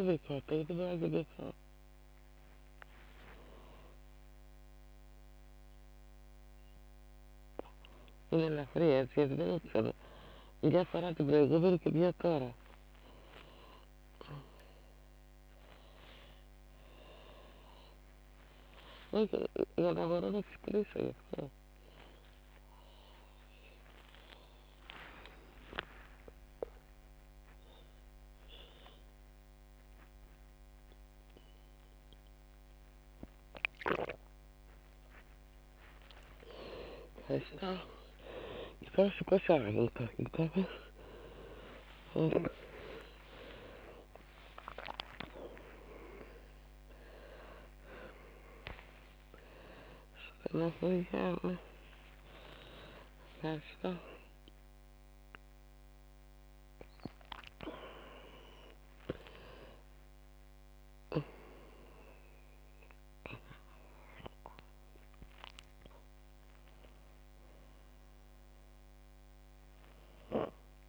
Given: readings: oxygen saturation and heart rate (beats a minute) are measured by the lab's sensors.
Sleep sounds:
a person awake in a sleep study, by a microphone on the trachea; none
39.50-49.50 s: snoring (device-marked)
67.50-70.88 s: new sleep stage, N1 (lightest sleep)
From the record:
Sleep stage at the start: awake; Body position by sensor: on the back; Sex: female

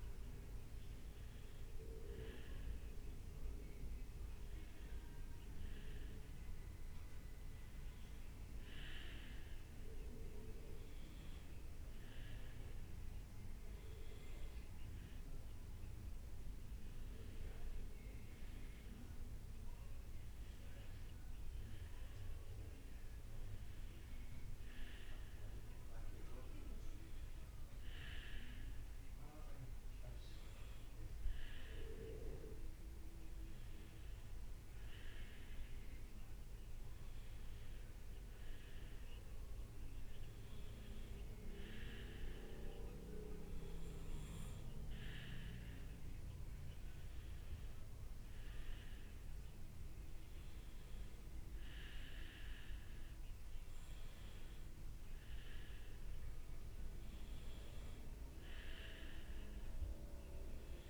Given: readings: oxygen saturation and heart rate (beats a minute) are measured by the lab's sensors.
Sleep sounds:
breathing in sleep by a room microphone; none
none scored
From the record:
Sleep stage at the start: N2 (light sleep); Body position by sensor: on the right side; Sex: male

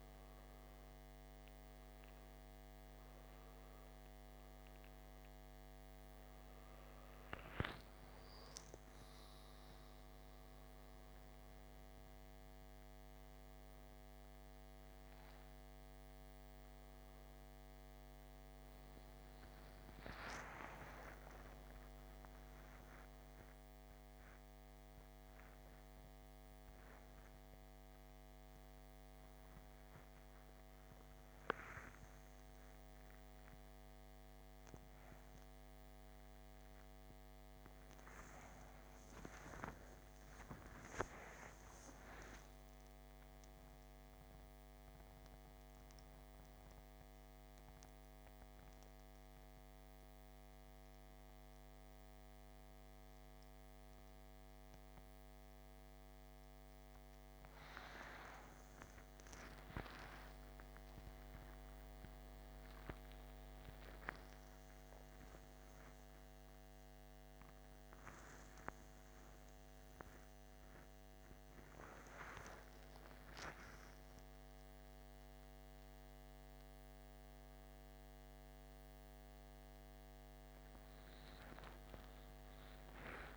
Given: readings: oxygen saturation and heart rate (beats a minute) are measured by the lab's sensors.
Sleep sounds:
a person awake in a sleep study, by a microphone on the trachea; none
none scored
From the record:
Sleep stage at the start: awake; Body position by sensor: on the right side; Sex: male

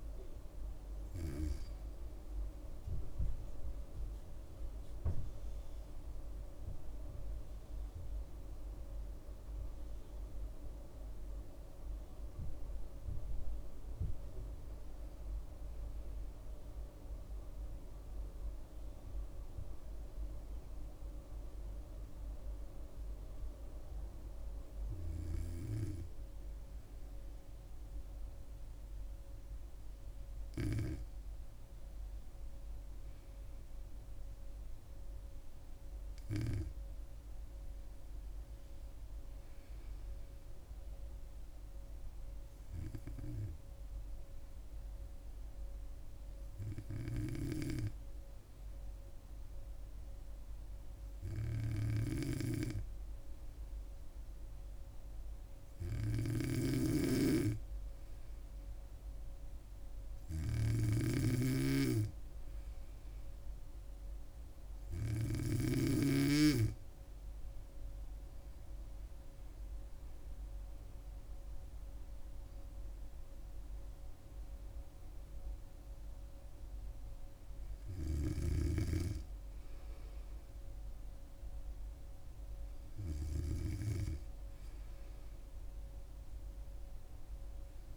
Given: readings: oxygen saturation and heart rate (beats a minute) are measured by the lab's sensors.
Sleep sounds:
breathing in sleep by a room microphone; 1
3.50-8.00 s: arousal
39.00-61.00 s: hypopnea (oxygen 99% before, 94% lowest, heart rate 68 before, 65 extreme, up 2 after)
56.00-65.50 s: snoring (device-marked)
60.50-87.97 s: oxygen desaturation (device-marked, oxygen 97% before, 94% lowest, heart rate 66 before, 65 extreme)
63.00-65.50 s: arousal
From the record:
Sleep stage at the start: N2 (light sleep); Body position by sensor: on the back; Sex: female

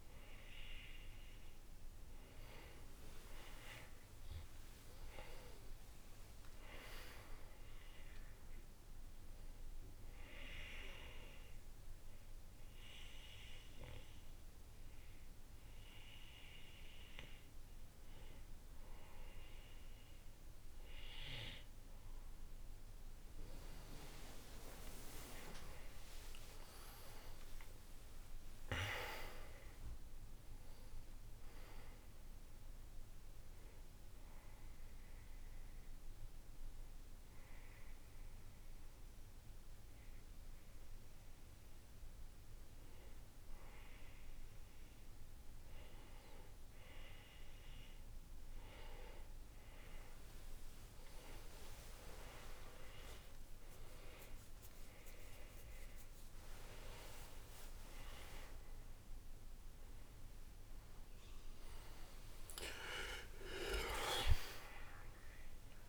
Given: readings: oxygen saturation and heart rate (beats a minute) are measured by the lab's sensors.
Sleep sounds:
breathing in sleep by a room microphone; 2
4.00-7.50 s: arousal
10.50-21.00 s: hypopnea (oxygen 98% before, 93% lowest, heart rate 67 before, 60 extreme, up 19 after)
25.50-30.50 s: arousal
28.50-41.50 s: oxygen desaturation (device-marked, oxygen 97% before, 93% lowest, heart rate 70 before, 61 extreme)
35.00-45.00 s: obstructive apnea (oxygen 97% before, 92% lowest, heart rate 72 before, 61 extreme, up 10 after)
49.00-53.50 s: arousal
62.50-65.50 s: arousal
From the record:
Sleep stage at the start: N2 (light sleep); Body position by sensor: on the right side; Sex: male

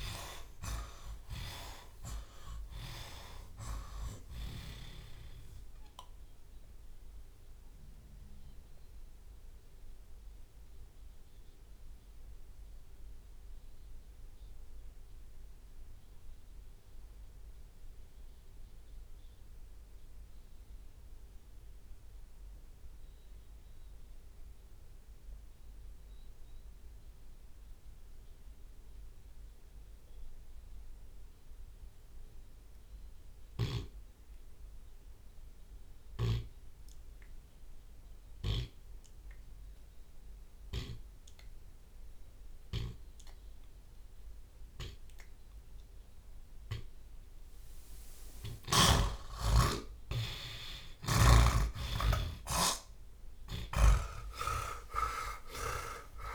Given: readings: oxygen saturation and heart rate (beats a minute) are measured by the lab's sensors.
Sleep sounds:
breathing in sleep by a room microphone; 1
0.00-1.50 s: long interval between heartbeats (device-marked)
2.00-4.00 s: long interval between heartbeats (device-marked)
5.00-7.00 s: long interval between heartbeats (device-marked)
7.50-9.50 s: long interval between heartbeats (device-marked, heart rate 38 before, 62 extreme)
8.50-47.00 s: obstructive apnea (oxygen 96% before, 70% lowest)
10.50-12.50 s: long interval between heartbeats (device-marked, heart rate 45 before, 48 extreme)
21.50-22.50 s: drop in pulse transit time (device-marked)
21.50-36.50 s: oxygen desaturation (device-marked, oxygen 97% before, 70% lowest)
27.50-31.50 s: drop in pulse transit time (device-marked, heart rate 33 before, 29 extreme)
29.50-31.50 s: long interval between heartbeats (device-marked, heart rate 30 before, 36 extreme)
33.50-37.50 s: drop in pulse transit time (device-marked)
48.50-50.50 s: long interval between heartbeats (device-marked, heart rate 32 before, 46 extreme)
52.00-54.00 s: long interval between heartbeats (device-marked, heart rate 35 before, 85 extreme)
52.50-56.35 s: tachycardia (device-marked, heart rate 52 before, 167 extreme)
53.50-56.35 s: snoring (device-marked)
54.00-56.35 s: arousal
54.50-56.35 s: drop in pulse transit time (device-marked, heart rate 42 before, 67 extreme)
From the record:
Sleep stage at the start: N2 (light sleep); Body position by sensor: on the back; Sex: male

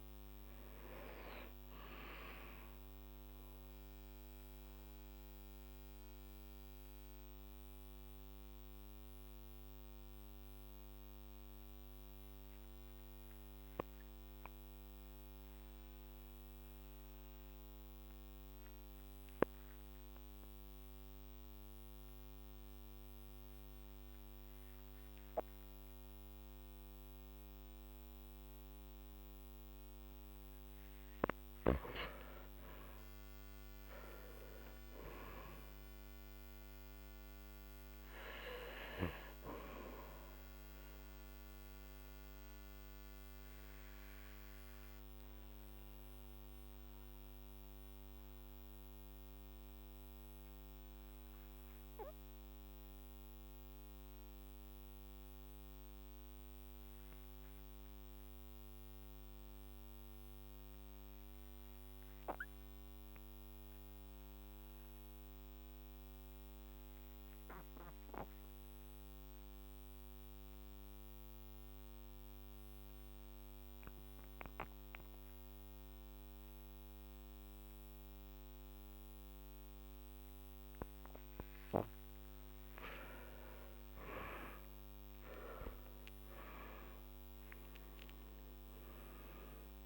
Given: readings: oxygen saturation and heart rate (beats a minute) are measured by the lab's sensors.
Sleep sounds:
breathing in sleep by a microphone on the trachea; 2
0.00-40.00 s: oxygen desaturation (device-marked, oxygen 76% lowest, heart rate 47 extreme)
3.50-30.00 s: mixed apnea (oxygen 98% before, 76% lowest, heart rate 53 before, 47 extreme, up 7 after)
32.50-37.00 s: arousal
43.00-81.00 s: obstructive apnea (oxygen 96% before, 87% lowest, heart rate 54 before, 47 extreme, up 13 after)
59.00-72.00 s: oxygen desaturation (device-marked, oxygen 96% before, 87% lowest, heart rate 51 before, 49 extreme)
83.50-88.00 s: arousal
From the record:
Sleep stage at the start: N2 (light sleep); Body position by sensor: on the back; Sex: male

